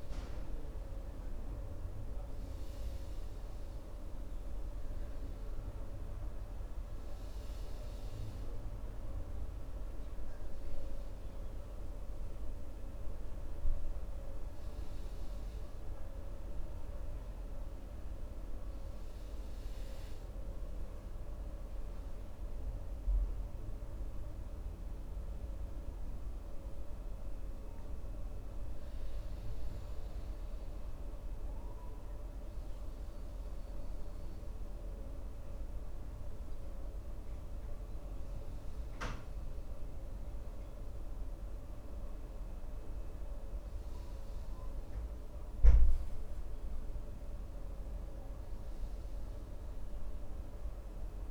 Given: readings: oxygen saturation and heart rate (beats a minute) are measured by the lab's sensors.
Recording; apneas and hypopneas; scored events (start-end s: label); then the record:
breathing in sleep, hard to hear, by a room microphone; 1
0.00-3.50 s: arousal
7.00-34.00 s: oxygen desaturation (device-marked, oxygen 97% before, 93% lowest, heart rate 67 before, 65 extreme)
21.00-31.00 s: hypopnea (oxygen 97% before, 93% lowest, heart rate 68 before, 65 extreme, up 4 after)
33.50-38.00 s: arousal
From the record:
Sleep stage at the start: N2 (light sleep); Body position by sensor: on the right side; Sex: male